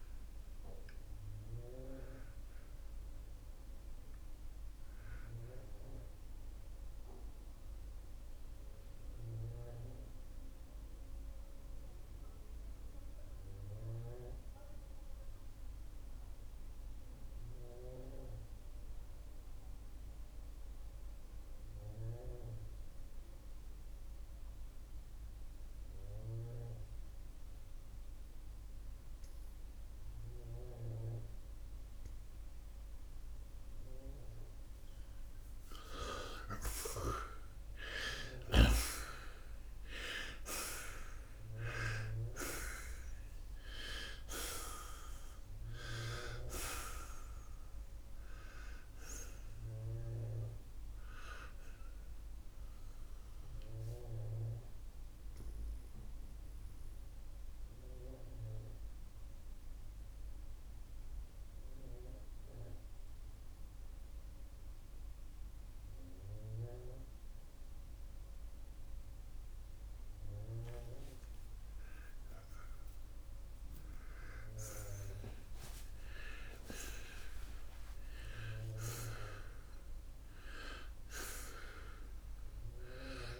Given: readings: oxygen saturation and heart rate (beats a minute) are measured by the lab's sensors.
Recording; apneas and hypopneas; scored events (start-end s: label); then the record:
breathing in sleep by a room microphone; 2
8.50-33.00 s: obstructive apnea (oxygen 96% before, 84% lowest, heart rate 85 before, 65 extreme, up 22 after)
13.00-30.00 s: oxygen desaturation (device-marked, oxygen 94% before, 84% lowest, heart rate 81 before, 65 extreme)
35.50-40.50 s: arousal
54.00-70.00 s: obstructive apnea (oxygen 96% before, 84% lowest, heart rate 85 before, 64 extreme, up 30 after)
64.00-80.00 s: oxygen desaturation (device-marked, oxygen 93% before, 84% lowest, heart rate 83 before, 64 extreme)
72.00-76.50 s: arousal
From the record:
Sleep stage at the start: N2 (light sleep); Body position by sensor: on the right side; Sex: male